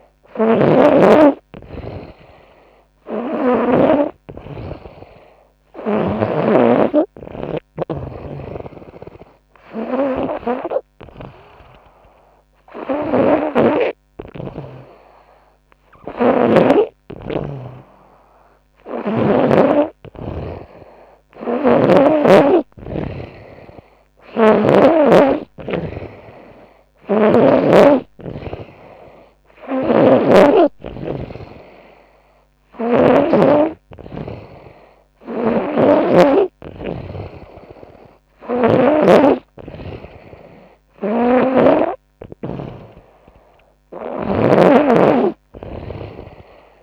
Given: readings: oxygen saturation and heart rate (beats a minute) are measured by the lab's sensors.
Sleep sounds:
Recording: breathing in sleep by a microphone on the trachea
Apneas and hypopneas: none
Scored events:
0.00-3.50 s: snoring (device-marked)
12.50-16.00 s: snoring (device-marked)
18.00-21.50 s: snoring (device-marked)
23.50-27.00 s: snoring (device-marked)
29.00-32.50 s: snoring (device-marked)
34.50-38.50 s: snoring (device-marked)
40.50-46.83 s: snoring (device-marked)
From the record:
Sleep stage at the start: N2 (light sleep)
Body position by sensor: on the front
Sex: female

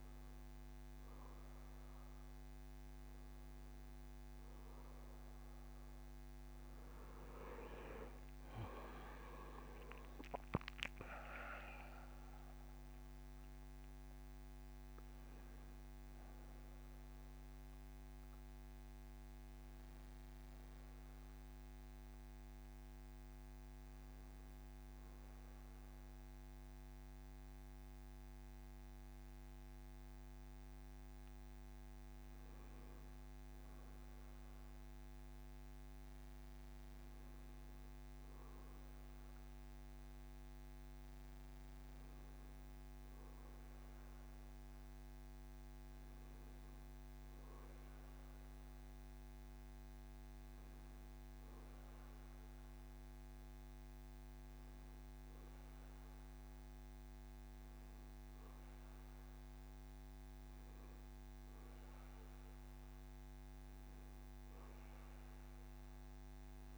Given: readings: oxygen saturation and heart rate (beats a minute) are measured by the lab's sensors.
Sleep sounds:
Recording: breathing in sleep by a microphone on the trachea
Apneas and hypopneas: none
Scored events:
7.50-11.00 s: arousal
From the record:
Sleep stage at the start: N1 (lightest sleep)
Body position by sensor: on the back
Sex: male

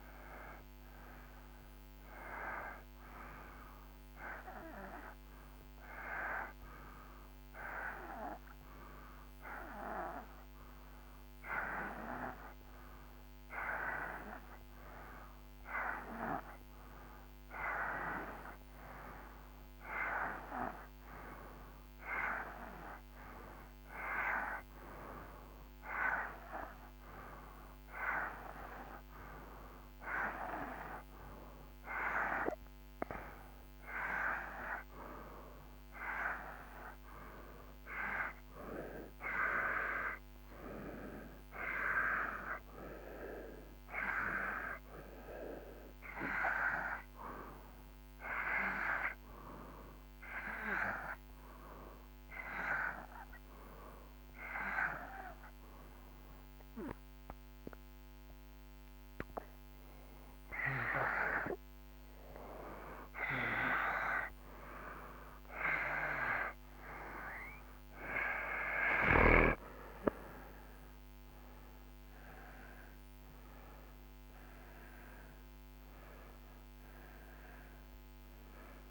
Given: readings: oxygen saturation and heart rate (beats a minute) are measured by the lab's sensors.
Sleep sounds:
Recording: breathing in sleep by a microphone on the trachea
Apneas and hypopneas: 1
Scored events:
53.00-64.50 s: obstructive apnea (oxygen 92% before, 90% lowest)
69.00-72.50 s: arousal
From the record:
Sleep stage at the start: N2 (light sleep)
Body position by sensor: on the right side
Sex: male

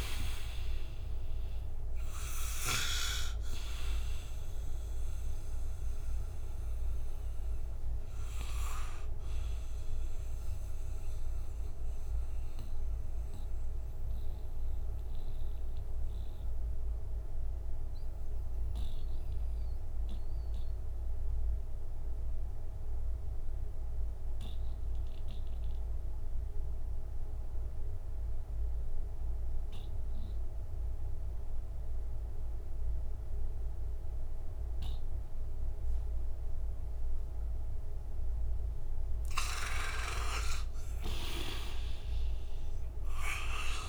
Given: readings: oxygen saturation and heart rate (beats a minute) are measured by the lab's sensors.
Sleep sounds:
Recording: breathing in sleep by a room microphone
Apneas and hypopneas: 1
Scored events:
0.00-27.00 s: oxygen desaturation (device-marked, oxygen 79% lowest, heart rate 58 extreme)
13.00-38.50 s: mixed apnea (oxygen 97% before, 79% lowest, heart rate 69 before, 58 extreme, up 26 after)
40.00-43.89 s: arousal
40.00-43.89 s: oxygen desaturation (device-marked, oxygen 98% before, 83% lowest, heart rate 60 before, 59 extreme)
From the record:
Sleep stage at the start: N2 (light sleep)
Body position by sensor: on the right side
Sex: male

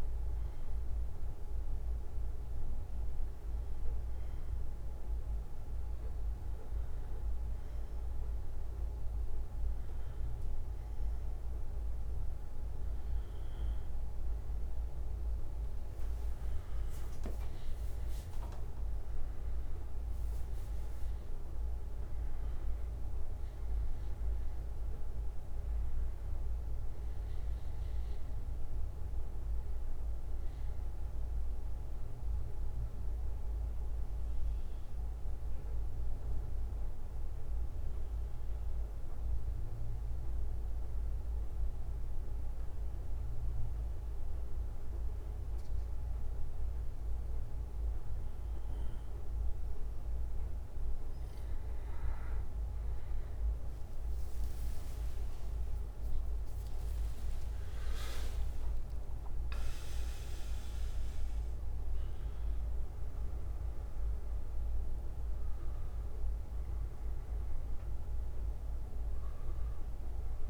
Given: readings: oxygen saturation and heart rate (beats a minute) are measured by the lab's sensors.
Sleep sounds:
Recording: breathing in sleep, hard to hear, by a room microphone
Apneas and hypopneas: 2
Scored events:
0.00-5.50 s: bradycardia (device-marked, heart rate 46 extreme)
4.50-16.50 s: obstructive apnea (oxygen 96% before, 93% lowest, heart rate 56 before, 51 extreme, up 14 after)
11.50-13.50 s: bradycardia (device-marked, heart rate 61 before, 58 extreme)
18.50-23.00 s: arousal
30.50-52.50 s: bradycardia (device-marked, heart rate 61 before, 51 extreme)
34.00-51.00 s: obstructive apnea (oxygen 97% before, 93% lowest, heart rate 65 before, 54 extreme, up 12 after)
55.50-60.00 s: arousal
55.50-70.50 s: oxygen desaturation (device-marked, oxygen 97% before, 93% lowest, heart rate 57 before, 50 extreme)
From the record:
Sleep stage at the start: N2 (light sleep)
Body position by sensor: on the back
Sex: male

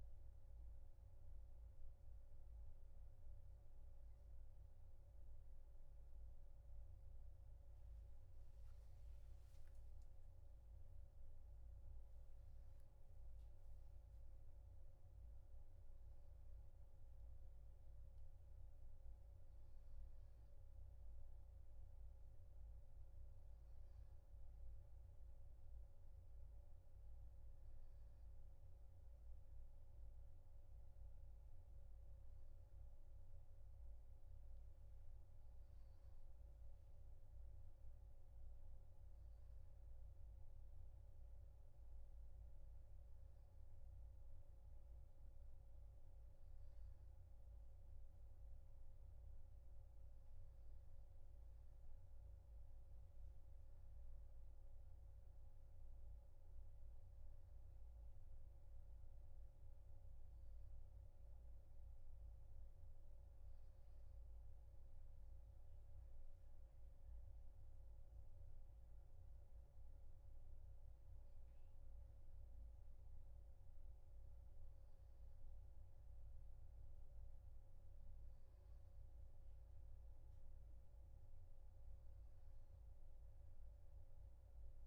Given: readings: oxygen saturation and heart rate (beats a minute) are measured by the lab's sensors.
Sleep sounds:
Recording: a person awake in a sleep study, hard to hear, by a room microphone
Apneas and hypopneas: none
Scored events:
none scored
From the record:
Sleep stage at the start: awake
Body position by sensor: on the back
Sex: male

